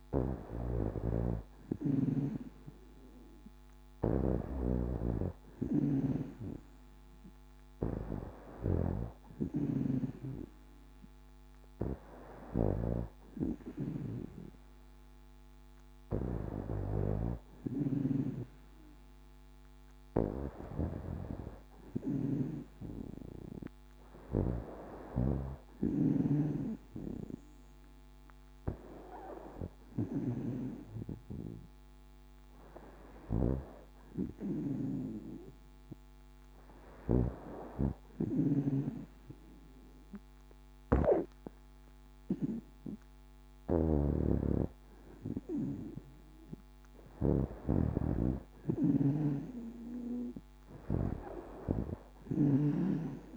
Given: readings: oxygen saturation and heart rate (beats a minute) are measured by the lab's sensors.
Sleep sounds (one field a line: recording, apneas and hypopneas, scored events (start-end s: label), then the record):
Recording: breathing in sleep by a microphone on the trachea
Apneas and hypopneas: none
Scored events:
0.00-30.00 s: snoring (device-marked)
36.50-41.00 s: snoring (device-marked)
43.00-53.37 s: snoring (device-marked)
From the record:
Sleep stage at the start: N2 (light sleep)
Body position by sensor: on the back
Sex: female